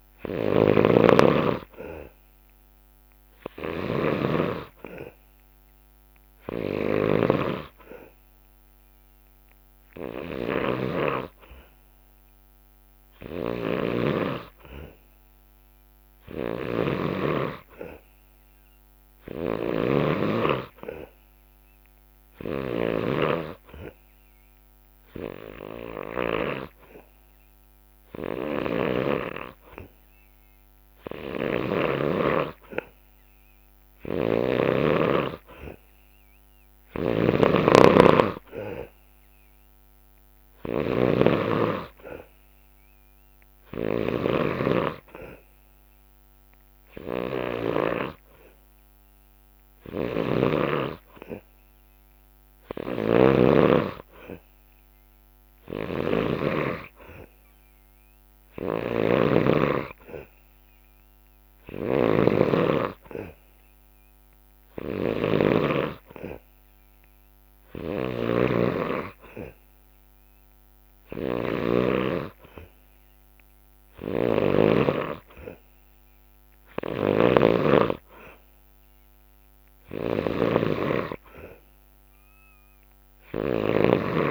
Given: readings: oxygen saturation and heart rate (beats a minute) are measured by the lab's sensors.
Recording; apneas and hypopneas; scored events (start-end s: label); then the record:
breathing in sleep by a microphone on the trachea; none
0.00-31.50 s: snoring (device-marked)
32.50-35.50 s: bradycardia (device-marked, heart rate 66 before, 62 extreme)
33.50-71.50 s: snoring (device-marked)
73.50-84.31 s: snoring (device-marked)
From the record:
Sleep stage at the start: N2 (light sleep); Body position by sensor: on the back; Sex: male